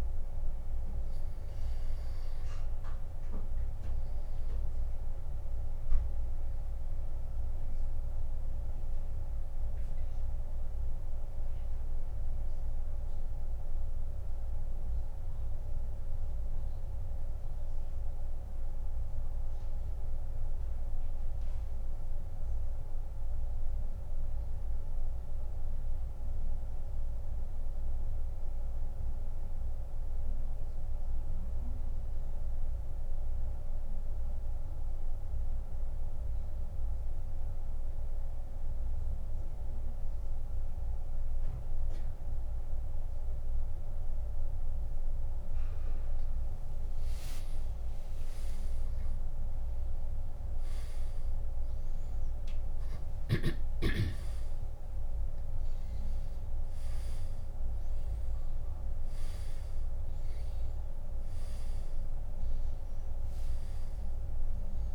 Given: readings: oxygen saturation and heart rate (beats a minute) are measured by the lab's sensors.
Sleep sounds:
breathing in sleep, hard to hear, by a room microphone; 1
0.00-37.50 s: oxygen desaturation (device-marked, oxygen 86% lowest, heart rate 65 extreme)
3.50-46.00 s: mixed apnea (oxygen 97% before, 84% lowest, heart rate 103 before, 65 extreme, up 32 after)
47.50-50.50 s: arousal
59.50-64.50 s: oxygen desaturation (device-marked, oxygen 97% before, 93% lowest, heart rate 84 before, 77 extreme)
From the record:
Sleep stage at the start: N2 (light sleep); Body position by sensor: on the back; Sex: male

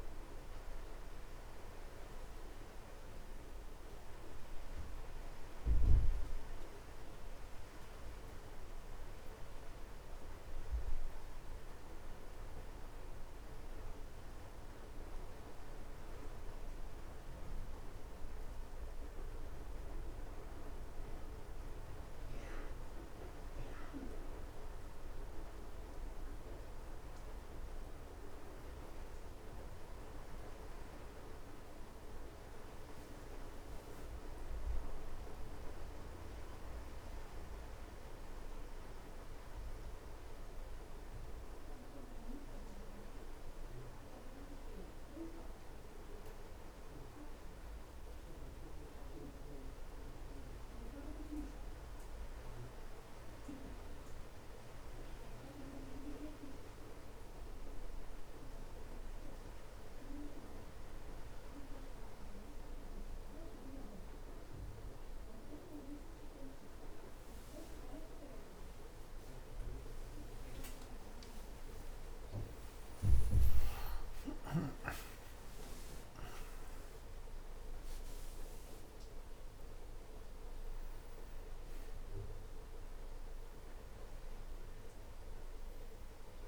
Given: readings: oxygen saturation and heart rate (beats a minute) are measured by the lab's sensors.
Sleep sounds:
a person partly awake in a sleep study, by a room microphone; none
64.00-86.47 s: new sleep stage, awake
From the record:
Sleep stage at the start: N1 (lightest sleep); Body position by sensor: on the right side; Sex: male

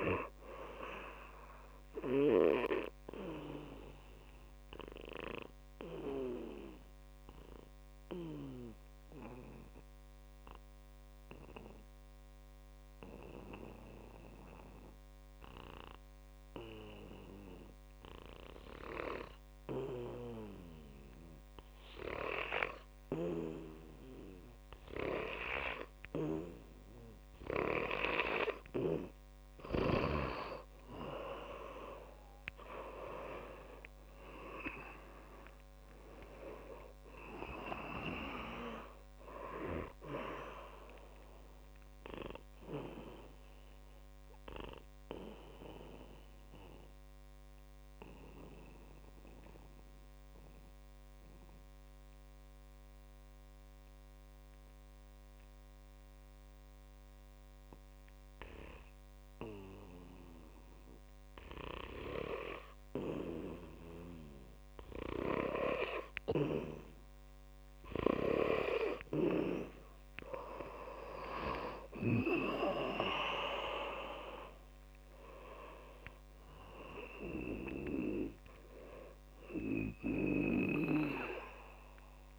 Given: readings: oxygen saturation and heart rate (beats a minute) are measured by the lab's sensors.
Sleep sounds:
breathing in sleep by a microphone on the trachea; 2
0.00-19.00 s: oxygen desaturation (device-marked, oxygen 89% lowest, heart rate 62 extreme)
4.50-30.00 s: mixed apnea (oxygen 100% before, 89% lowest, heart rate 62 before, 62 extreme, up 5 after)
31.00-55.00 s: oxygen desaturation (device-marked, oxygen 99% before, 91% lowest, heart rate 63 before, 61 extreme)
32.50-36.50 s: arousal
43.50-70.50 s: mixed apnea (oxygen 100% before, 89% lowest, heart rate 65 before, 61 extreme, up 37 after)
69.00-82.39 s: oxygen desaturation (device-marked, oxygen 100% before, 89% lowest, heart rate 66 before, 58 extreme)
72.00-75.50 s: arousal
From the record:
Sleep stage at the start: N2 (light sleep); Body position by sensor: on the back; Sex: male

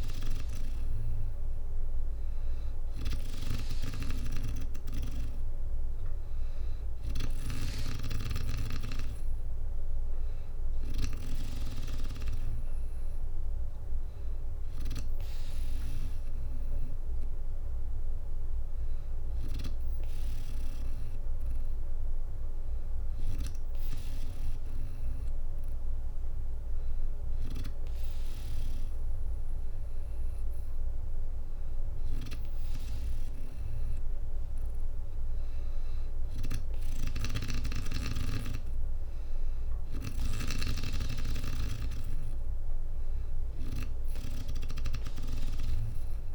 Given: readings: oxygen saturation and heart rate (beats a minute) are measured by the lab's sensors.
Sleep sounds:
breathing in sleep by a room microphone; none
3.00-8.00 s: snoring (device-marked)
36.00-46.35 s: drop in pulse transit time (device-marked, heart rate 62 before, 61 extreme)
36.50-40.00 s: snoring (device-marked)
From the record:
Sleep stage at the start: N2 (light sleep); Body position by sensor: on the back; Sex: female

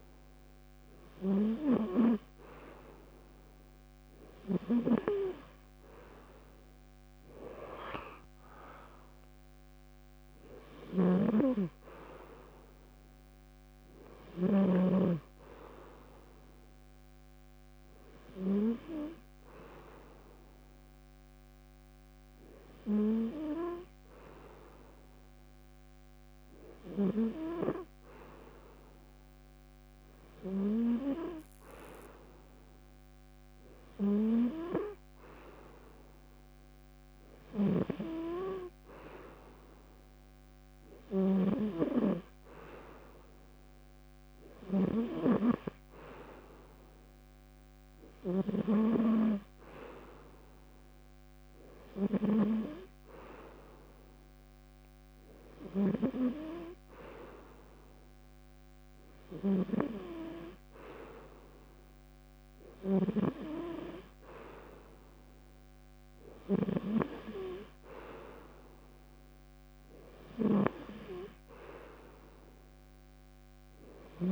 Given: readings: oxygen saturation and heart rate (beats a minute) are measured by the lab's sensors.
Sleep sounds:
breathing in sleep by a microphone on the trachea; none
10.50-14.50 s: snoring (device-marked)
37.00-41.00 s: snoring (device-marked)
62.50-66.50 s: snoring (device-marked)
From the record:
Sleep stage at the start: N2 (light sleep); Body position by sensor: on the front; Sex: male

